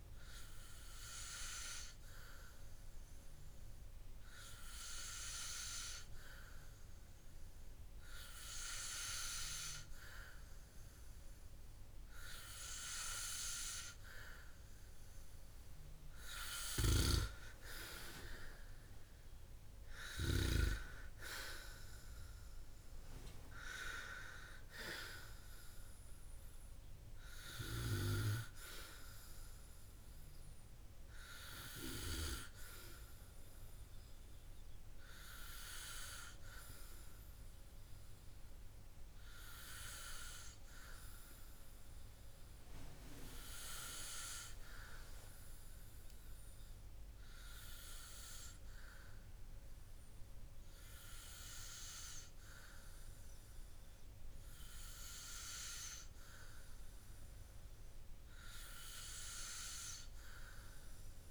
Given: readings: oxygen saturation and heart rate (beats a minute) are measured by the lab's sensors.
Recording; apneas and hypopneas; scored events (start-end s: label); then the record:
breathing in sleep by a room microphone; none
19.50-22.50 s: arousal
From the record:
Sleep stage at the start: N2 (light sleep); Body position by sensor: on the back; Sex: male